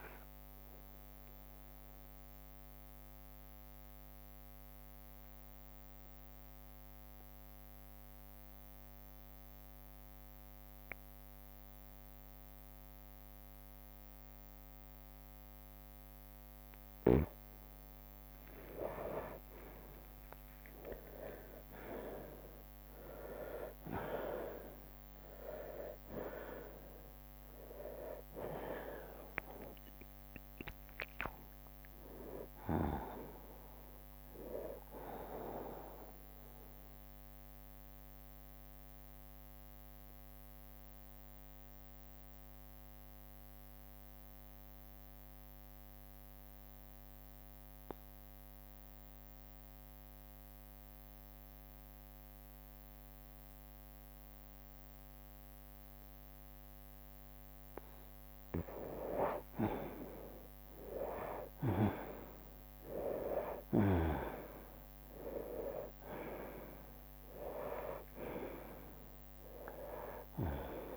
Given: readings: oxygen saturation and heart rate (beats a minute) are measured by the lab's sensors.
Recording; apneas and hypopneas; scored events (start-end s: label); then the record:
breathing in sleep by a microphone on the trachea; 2
0.00-7.50 s: drop in pulse transit time (device-marked, heart rate 60 extreme)
0.00-7.50 s: oxygen desaturation (device-marked, oxygen 91% lowest, heart rate 60 extreme)
1.50-17.00 s: obstructive apnea (oxygen 98% before, 91% lowest, heart rate 62 before, 56 extreme, up 7 after)
13.50-15.50 s: long interval between heartbeats (device-marked, heart rate 65 before, 62 extreme)
18.50-22.00 s: arousal
18.50-31.50 s: drop in pulse transit time (device-marked, heart rate 63 before, 60 extreme)
20.50-46.50 s: oxygen desaturation (device-marked, oxygen 98% before, 91% lowest, heart rate 62 before, 51 extreme)
31.50-33.50 s: long interval between heartbeats (device-marked, heart rate 65 before, 71 extreme)
37.00-58.00 s: mixed apnea (oxygen 98% before, 90% lowest, heart rate 67 before, 51 extreme, up 5 after)
37.50-54.50 s: bradycardia (device-marked, heart rate 64 before, 51 extreme)
45.50 s: drop in pulse transit time (device-marked)
58.50-61.50 s: bradycardia (device-marked, heart rate 64 before, 61 extreme)
59.50-70.97 s: oxygen desaturation (device-marked, oxygen 98% before, 90% lowest, heart rate 57 before, 47 extreme)
60.00-62.00 s: long interval between heartbeats (device-marked, heart rate 57 before, 62 extreme)
60.00-65.50 s: arousal
From the record:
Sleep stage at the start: N2 (light sleep); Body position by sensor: on the right side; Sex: male